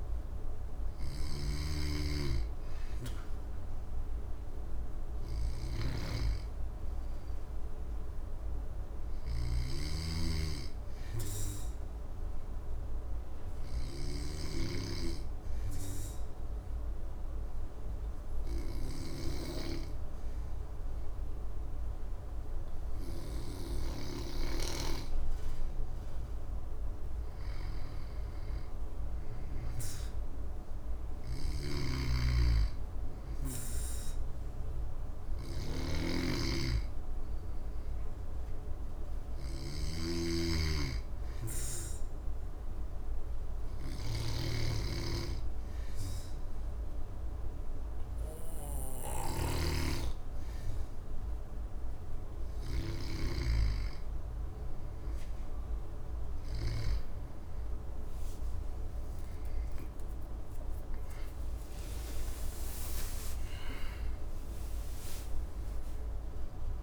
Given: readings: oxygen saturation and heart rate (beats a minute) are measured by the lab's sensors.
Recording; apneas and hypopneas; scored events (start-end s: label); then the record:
breathing in sleep by a room microphone; 2
0.00-11.00 s: oxygen desaturation (device-marked, oxygen 94% lowest, heart rate 69 extreme)
0.00-14.50 s: snoring (device-marked)
11.00-25.50 s: hypopnea (oxygen 99% before, 96% lowest, heart rate 77 before, 69 extreme, up 9 after)
27.00-31.00 s: arousal
31.00-53.00 s: snoring (device-marked)
34.00-53.50 s: hypopnea (oxygen 99% before, 95% lowest, heart rate 72 before, 69 extreme, up 8 after)
59.00-63.00 s: arousal
From the record:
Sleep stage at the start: N2 (light sleep); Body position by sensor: on the back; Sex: male